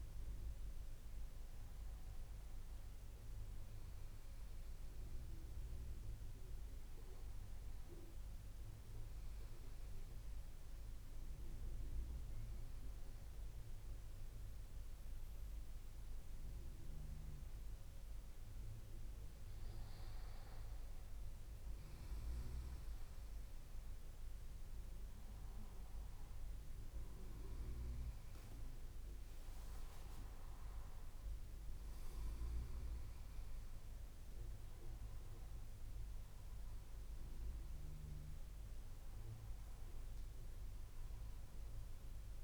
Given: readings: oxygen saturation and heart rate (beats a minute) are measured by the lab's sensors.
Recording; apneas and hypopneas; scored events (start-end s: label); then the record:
breathing in sleep, hard to hear, by a room microphone; 1
8.00-20.50 s: hypopnea (oxygen 97% before, 93% lowest)
23.50-27.00 s: arousal
29.00-31.50 s: leg movement (device-marked)
38.00-42.44 s: new sleep stage, N1 (lightest sleep)
From the record:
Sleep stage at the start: N2 (light sleep); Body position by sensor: on the back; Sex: male